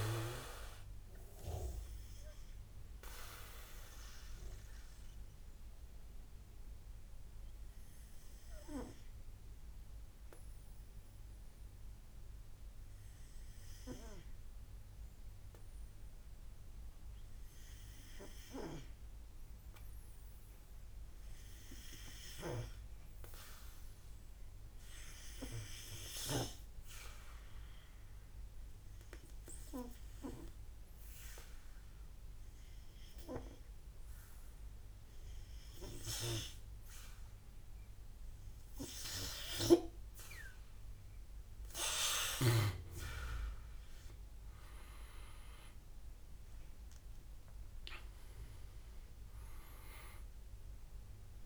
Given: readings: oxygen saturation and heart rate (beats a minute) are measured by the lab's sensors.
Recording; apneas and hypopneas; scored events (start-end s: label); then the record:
breathing in sleep by a room microphone; 1
0.00-7.00 s: drop in pulse transit time (device-marked, heart rate 49 extreme)
0.00-9.00 s: oxygen desaturation (device-marked, oxygen 91% lowest, heart rate 46 extreme)
1.50-39.50 s: obstructive apnea (oxygen 97% before, 89% lowest, heart rate 56 before, 46 extreme, up 14 after)
21.50-26.00 s: snoring (device-marked)
24.00-51.45 s: oxygen desaturation (device-marked, oxygen 99% before, 89% lowest, heart rate 51 before, 49 extreme)
43.00-47.50 s: arousal
47.00-51.45 s: drop in pulse transit time (device-marked, heart rate 59 before, 56 extreme)
From the record:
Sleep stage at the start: N2 (light sleep); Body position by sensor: on the back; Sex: male